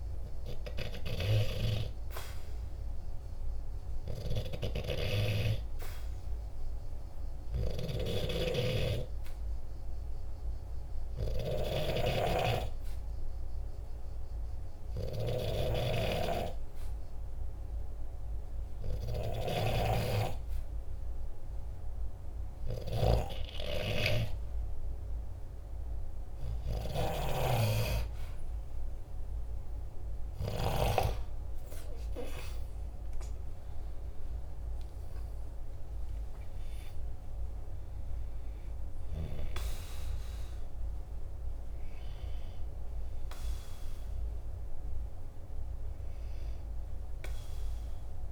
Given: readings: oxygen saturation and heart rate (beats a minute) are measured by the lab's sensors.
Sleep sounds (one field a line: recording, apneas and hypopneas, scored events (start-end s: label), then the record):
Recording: breathing in sleep by a room microphone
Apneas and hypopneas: 1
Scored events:
8.00-26.00 s: oxygen desaturation (device-marked, oxygen 97% before, 93% lowest, heart rate 48 before, 45 extreme)
8.50-28.00 s: obstructive apnea (oxygen 97% before, 93% lowest, heart rate 48 before, 45 extreme, up 5 after)
31.50-36.00 s: arousal
From the record:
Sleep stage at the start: N2 (light sleep)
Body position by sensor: on the right side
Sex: male